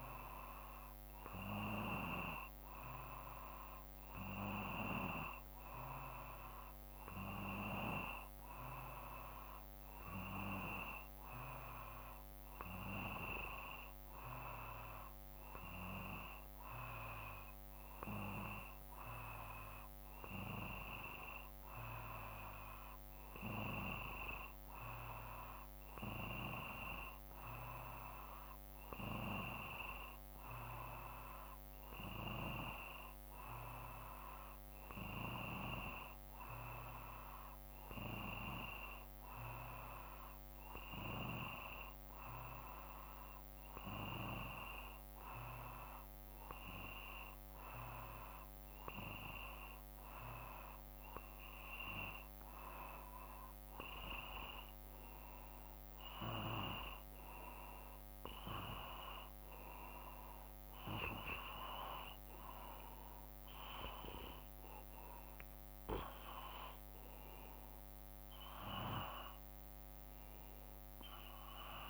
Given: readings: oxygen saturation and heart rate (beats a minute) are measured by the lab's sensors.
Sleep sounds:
breathing in sleep by a microphone on the trachea; none
none scored
From the record:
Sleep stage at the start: N2 (light sleep); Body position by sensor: on the back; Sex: male

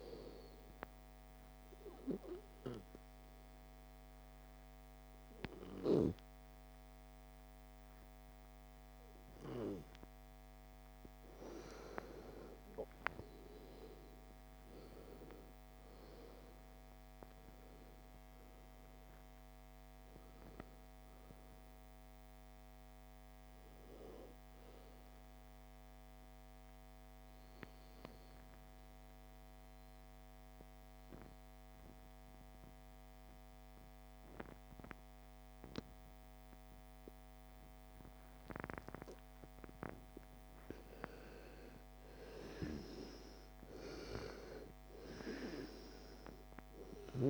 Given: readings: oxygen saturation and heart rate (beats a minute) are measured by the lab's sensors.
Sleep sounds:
breathing in sleep by a microphone on the trachea; 2
0.00-7.00 s: oxygen desaturation (device-marked, oxygen 91% lowest, heart rate 58 extreme)
0.50-11.00 s: obstructive apnea (oxygen 97% before, 88% lowest, heart rate 68 before, 57 extreme, up 27 after)
12.50-16.00 s: arousal
23.00-36.00 s: oxygen desaturation (device-marked, oxygen 96% before, 92% lowest, heart rate 81 before, 54 extreme)
26.00-39.50 s: obstructive apnea (oxygen 97% before, 88% lowest, heart rate 79 before, 54 extreme, up 9 after)
40.50-45.00 s: arousal
From the record:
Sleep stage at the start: N2 (light sleep); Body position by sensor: on the back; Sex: female

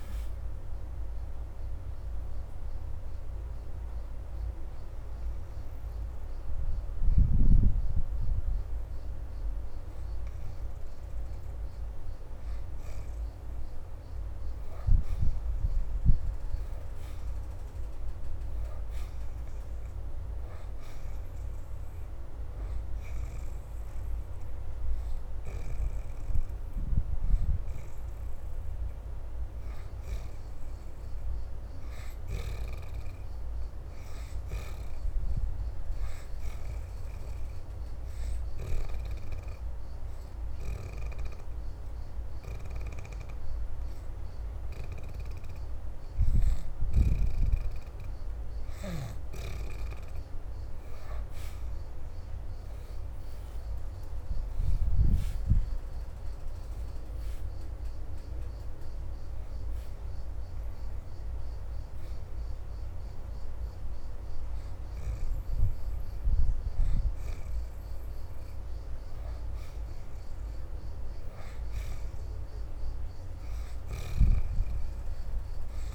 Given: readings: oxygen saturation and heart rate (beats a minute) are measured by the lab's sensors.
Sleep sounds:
breathing in sleep, hard to hear, by a room microphone; 2
3.50-14.50 s: hypopnea (oxygen 81% before, 62% lowest, heart rate 80 before, 72 extreme, up 5 after)
7.00-25.00 s: oxygen desaturation (device-marked, oxygen 81% before, 66% lowest, heart rate 80 before, 72 extreme)
17.00-21.00 s: arousal
27.00-38.00 s: oxygen desaturation (device-marked, oxygen 83% before, 71% lowest, heart rate 76 before, 76 extreme)
36.00-49.00 s: hypopnea (oxygen 83% before, 62% lowest, heart rate 77 before, 78 extreme, up 6 after)
43.00-57.00 s: oxygen desaturation (device-marked, oxygen 78% before, 68% lowest, heart rate 79 before, 78 extreme)
51.50-54.50 s: arousal
59.00-75.95 s: oxygen desaturation (device-marked, oxygen 72% before, 62% lowest, heart rate 80 before, 79 extreme)
From the record:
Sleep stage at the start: N2 (light sleep); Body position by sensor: upright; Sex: female

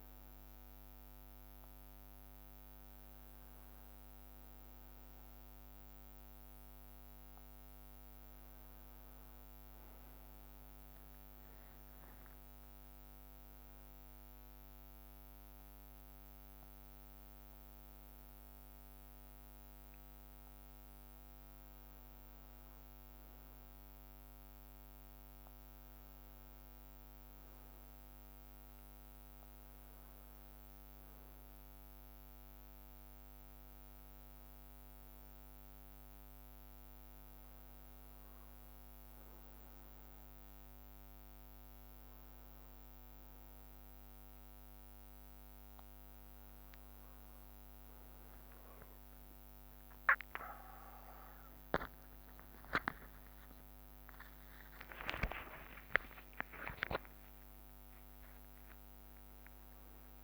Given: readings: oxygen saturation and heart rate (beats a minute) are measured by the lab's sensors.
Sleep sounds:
breathing in sleep by a microphone on the trachea; 1
0.00-10.50 s: oxygen desaturation (device-marked, oxygen 88% lowest, heart rate 59 extreme)
10.50-48.00 s: obstructive apnea (oxygen 94% before, 92% lowest, heart rate 63 before, 59 extreme, up 6 after)
18.50-24.50 s: bradycardia (device-marked, heart rate 79 before, 59 extreme)
50.00-55.50 s: arousal
From the record:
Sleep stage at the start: N1 (lightest sleep); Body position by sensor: on the right side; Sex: male

